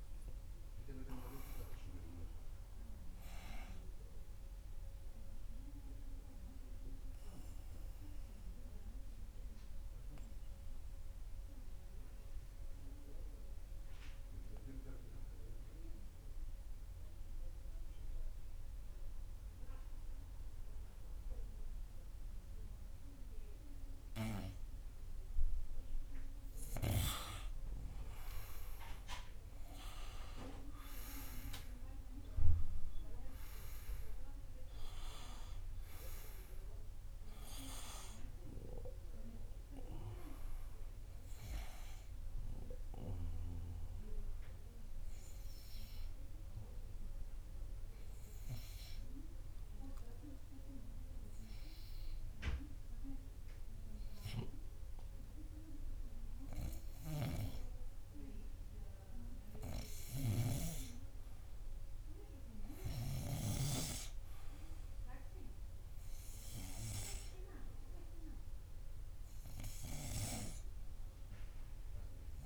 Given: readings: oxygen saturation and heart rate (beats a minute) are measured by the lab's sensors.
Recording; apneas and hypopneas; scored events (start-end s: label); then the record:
breathing in sleep by a room microphone; 2
2.00-16.00 s: oxygen desaturation (device-marked, oxygen 99% before, 96% lowest, heart rate 94 before, 88 extreme)
10.00-23.00 s: obstructive apnea (oxygen 99% before, 96% lowest, heart rate 97 before, 88 extreme, up 0 after)
28.50-33.00 s: arousal
43.50-55.00 s: hypopnea (oxygen 100% before, 95% lowest, heart rate 92 before, 90 extreme)
59.00-63.50 s: arousal
From the record:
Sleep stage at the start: N2 (light sleep); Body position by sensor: on the front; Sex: male